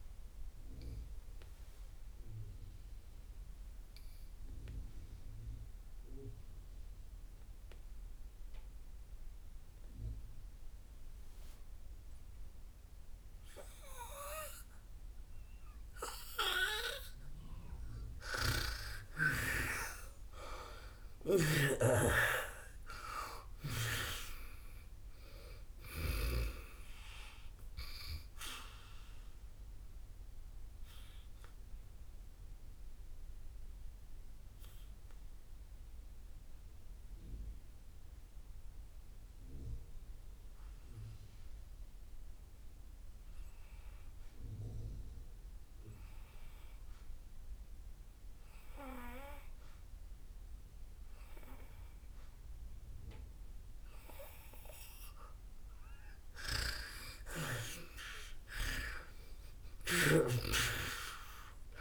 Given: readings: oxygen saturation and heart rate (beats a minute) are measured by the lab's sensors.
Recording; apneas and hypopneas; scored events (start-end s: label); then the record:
breathing in sleep by a room microphone; 2
0.00-14.00 s: oxygen desaturation (device-marked, oxygen 89% lowest, heart rate 58 extreme)
1.50-17.50 s: obstructive apnea (oxygen 99% before, 84% lowest, heart rate 72 before, 57 extreme, up 7 after)
19.00-24.50 s: arousal
21.50-26.50 s: snoring (device-marked)
28.00-48.00 s: oxygen desaturation (device-marked, oxygen 97% before, 84% lowest, heart rate 65 before, 56 extreme)
31.50-54.50 s: obstructive apnea (oxygen 97% before, 84% lowest, heart rate 67 before, 56 extreme, up 5 after)
56.00-61.00 s: arousal
58.00-61.81 s: oxygen desaturation (device-marked, oxygen 98% before, 86% lowest, heart rate 59 before, 55 extreme)
From the record:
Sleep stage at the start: N2 (light sleep); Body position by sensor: on the back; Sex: female